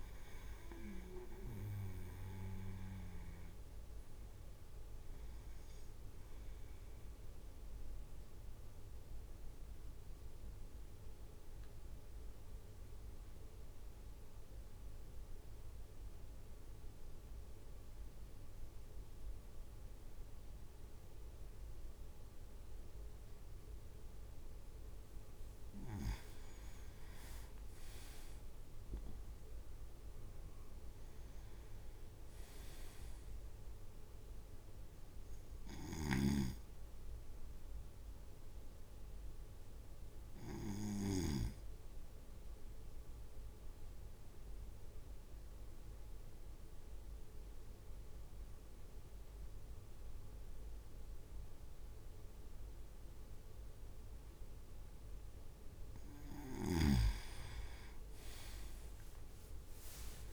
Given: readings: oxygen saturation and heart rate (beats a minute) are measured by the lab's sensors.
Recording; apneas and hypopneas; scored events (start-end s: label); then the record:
breathing in sleep by a room microphone; 2
0.00-1.50 s: drop in pulse transit time (device-marked, heart rate 57 extreme)
0.00-5.50 s: oxygen desaturation (device-marked, oxygen 95% lowest, heart rate 53 extreme)
7.00-25.00 s: mixed apnea (oxygen 99% before, 95% lowest, heart rate 57 before, 54 extreme, up 5 after)
24.50-26.50 s: leg movement (device-marked)
27.50-31.00 s: arousal
27.50-39.50 s: drop in pulse transit time (device-marked, heart rate 55 before, 55 extreme)
36.00-41.50 s: snoring (device-marked)
38.50-56.00 s: obstructive apnea (oxygen 100% before, 96% lowest, heart rate 57 before, 52 extreme, up 7 after)
59.00-60.33 s: arousal
From the record:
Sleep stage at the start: N2 (light sleep); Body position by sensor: on the right side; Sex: male